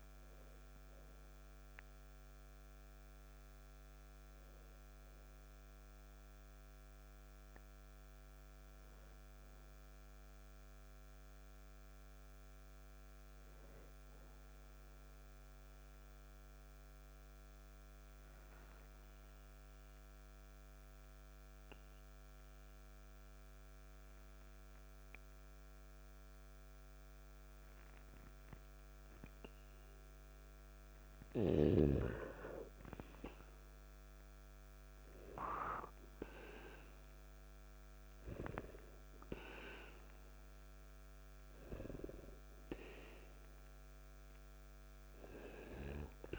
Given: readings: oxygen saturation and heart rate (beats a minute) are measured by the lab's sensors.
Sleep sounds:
breathing in sleep by a microphone on the trachea; 1
6.50-46.39 s: new sleep stage, N2 (light sleep)
19.00-30.50 s: obstructive apnea (oxygen 97% before, 92% lowest, heart rate 59 before, 52 extreme, up 0 after)
33.50-38.00 s: arousal
42.50-46.39 s: oxygen desaturation (device-marked, oxygen 97% before, 92% lowest, heart rate 53 before, 49 extreme)
From the record:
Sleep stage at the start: N1 (lightest sleep); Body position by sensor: on the back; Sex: male

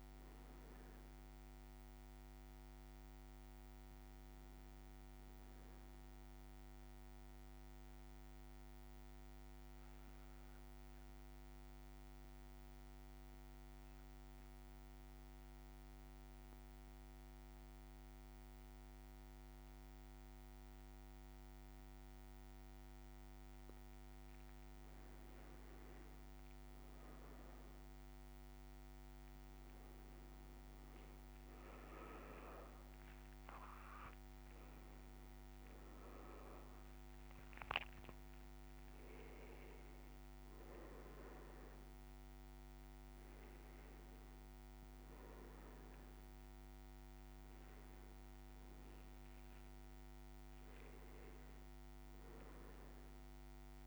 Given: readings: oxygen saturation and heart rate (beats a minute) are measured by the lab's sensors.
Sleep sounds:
breathing in sleep, hard to hear, by a microphone on the trachea; 1
5.50-24.00 s: mixed apnea (oxygen 100% before, 95% lowest, heart rate 61 before, 55 extreme, up 2 after)
25.50-30.50 s: arousal
30.00-53.87 s: oxygen desaturation (device-marked, oxygen 99% before, 95% lowest, heart rate 57 before, 55 extreme)
From the record:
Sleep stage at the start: N1 (lightest sleep); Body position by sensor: on the back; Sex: male

